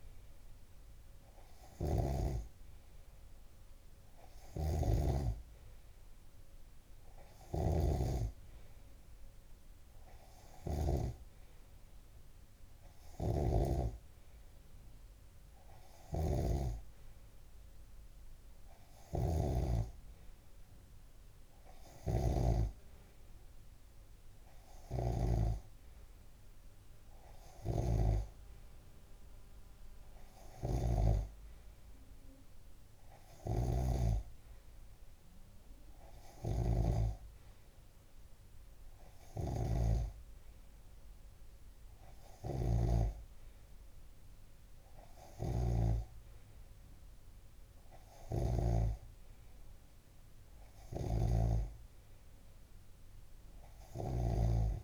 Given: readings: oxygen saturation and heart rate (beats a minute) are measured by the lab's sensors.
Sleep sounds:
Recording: breathing in sleep by a room microphone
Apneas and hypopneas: none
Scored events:
0.00-11.50 s: snoring (device-marked)
13.50-54.84 s: snoring (device-marked)
From the record:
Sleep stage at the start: N2 (light sleep)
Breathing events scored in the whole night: 242 in 5.2 hours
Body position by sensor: on the left side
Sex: male

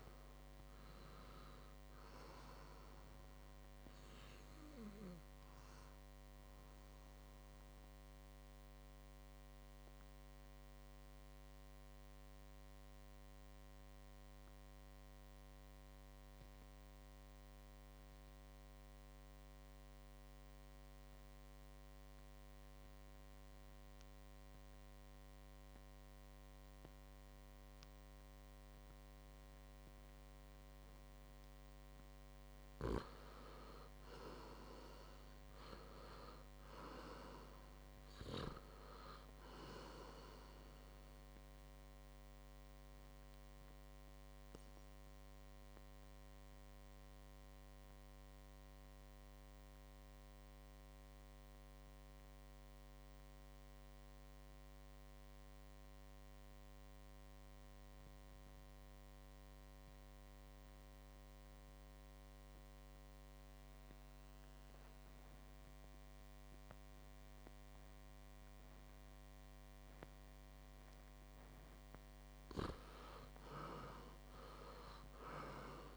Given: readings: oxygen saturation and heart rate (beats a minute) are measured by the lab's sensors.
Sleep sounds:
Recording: breathing in sleep by a microphone on the trachea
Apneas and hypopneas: 2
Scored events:
0.00-18.00 s: oxygen desaturation (device-marked, oxygen 93% lowest, heart rate 53 extreme)
7.00-31.00 s: mixed apnea (oxygen 99% before, 90% lowest, heart rate 56 before, 54 extreme, up 4 after)
31.00-54.00 s: oxygen desaturation (device-marked, oxygen 99% before, 91% lowest, heart rate 57 before, 55 extreme)
34.00-37.50 s: arousal
43.00-71.00 s: obstructive apnea (oxygen 99% before, 90% lowest, heart rate 60 before, 54 extreme, up 7 after)
64.00-75.97 s: oxygen desaturation (device-marked, oxygen 98% before, 90% lowest, heart rate 57 before, 54 extreme)
72.50-75.97 s: arousal
From the record:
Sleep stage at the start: N2 (light sleep)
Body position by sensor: on the back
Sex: male

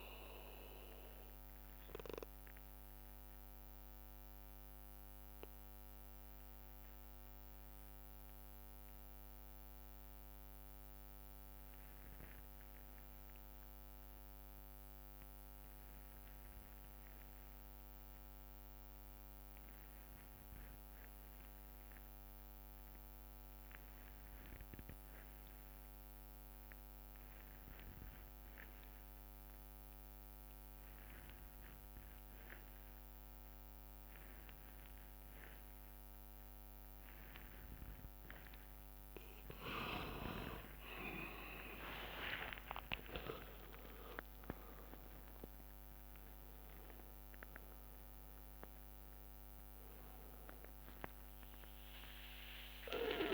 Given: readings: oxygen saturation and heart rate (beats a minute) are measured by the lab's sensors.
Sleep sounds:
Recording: breathing in sleep by a microphone on the trachea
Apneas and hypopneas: 1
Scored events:
0.00-10.50 s: oxygen desaturation (device-marked, oxygen 85% lowest, heart rate 52 extreme)
0.00-13.50 s: bradycardia (device-marked, heart rate 52 extreme)
1.00-38.00 s: obstructive apnea (oxygen 97% before, 82% lowest, heart rate 68 before, 52 extreme)
27.50-53.34 s: oxygen desaturation (device-marked, oxygen 99% before, 82% lowest, heart rate 59 before, 52 extreme)
39.50-41.50 s: long interval between heartbeats (device-marked, heart rate 62 before, 72 extreme)
40.50-45.50 s: tachycardia (device-marked, heart rate 65 before, 122 extreme)
40.50-46.50 s: arousal
42.00-44.00 s: long interval between heartbeats (device-marked, heart rate 63 before, 85 extreme)
43.50-53.34 s: drop in pulse transit time (device-marked, heart rate 66 before, 65 extreme)
44.00-46.00 s: long interval between heartbeats (device-marked, heart rate 66 before, 109 extreme)
51.50-53.34 s: bradycardia (device-marked, heart rate 65 before, 52 extreme)
From the record:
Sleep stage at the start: N2 (light sleep)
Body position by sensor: on the back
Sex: male

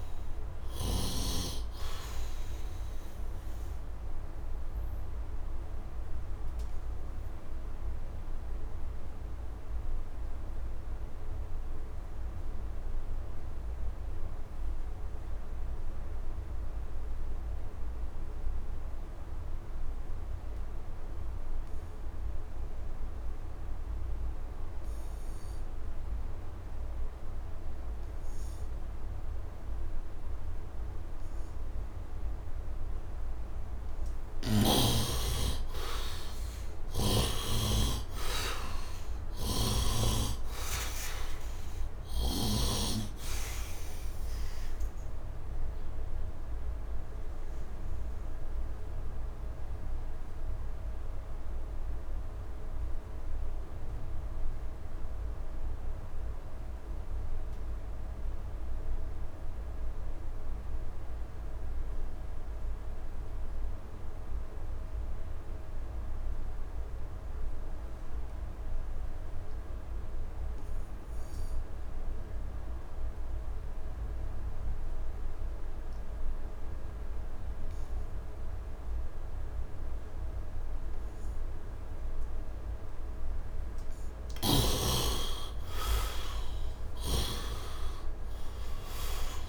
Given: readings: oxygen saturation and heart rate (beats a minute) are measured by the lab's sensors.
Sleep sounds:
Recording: breathing in sleep by a room microphone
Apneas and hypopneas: 2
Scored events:
0.00-25.00 s: oxygen desaturation (device-marked, oxygen 73% lowest, heart rate 68 extreme)
4.50-32.00 s: obstructive apnea (oxygen 99% before, 70% lowest, heart rate 81 before, 63 extreme, up 9 after)
32.00-59.00 s: oxygen desaturation (device-marked, oxygen 99% before, 71% lowest, heart rate 74 before, 63 extreme)
35.00-40.00 s: arousal
39.00-42.50 s: snoring (device-marked)
46.50-82.00 s: obstructive apnea (oxygen 99% before, 63% lowest, heart rate 81 before, 63 extreme, up 11 after)
70.00-89.49 s: oxygen desaturation (device-marked, oxygen 100% before, 63% lowest, heart rate 68 before, 67 extreme)
84.00-89.49 s: snoring (device-marked)
85.00-88.50 s: arousal
From the record:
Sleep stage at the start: N2 (light sleep)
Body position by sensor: on the right side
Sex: male

